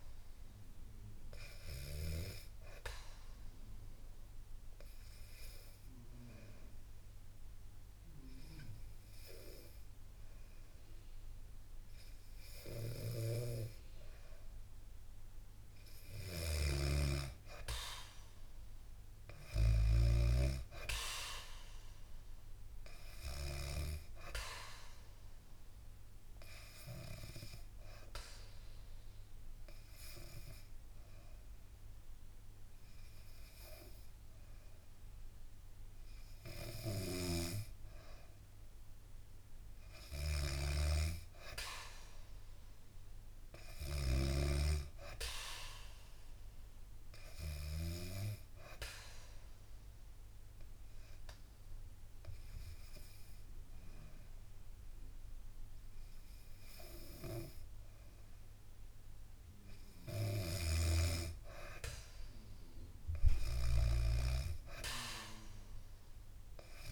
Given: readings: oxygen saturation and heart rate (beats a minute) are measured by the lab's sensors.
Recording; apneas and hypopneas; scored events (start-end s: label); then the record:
breathing in sleep by a room microphone; 3
2.00-14.50 s: obstructive apnea (oxygen 98% before, 94% lowest, heart rate 67 before, 65 extreme, up 4 after)
16.00-20.00 s: snoring (device-marked)
16.50-20.00 s: arousal
21.00-40.00 s: oxygen desaturation (device-marked, oxygen 97% before, 94% lowest, heart rate 67 before, 65 extreme)
24.50-36.00 s: obstructive apnea (oxygen 97% before, 94% lowest, heart rate 67 before, 65 extreme, up 0 after)
36.50-44.00 s: snoring (device-marked)
41.50-44.50 s: arousal
46.00-59.00 s: oxygen desaturation (device-marked, oxygen 98% before, 94% lowest, heart rate 69 before, 63 extreme)
48.00-58.50 s: obstructive apnea (oxygen 98% before, 94% lowest, heart rate 69 before, 63 extreme, up 5 after)
64.00-66.92 s: arousal
From the record:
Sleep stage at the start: N2 (light sleep); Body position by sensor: on the back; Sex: female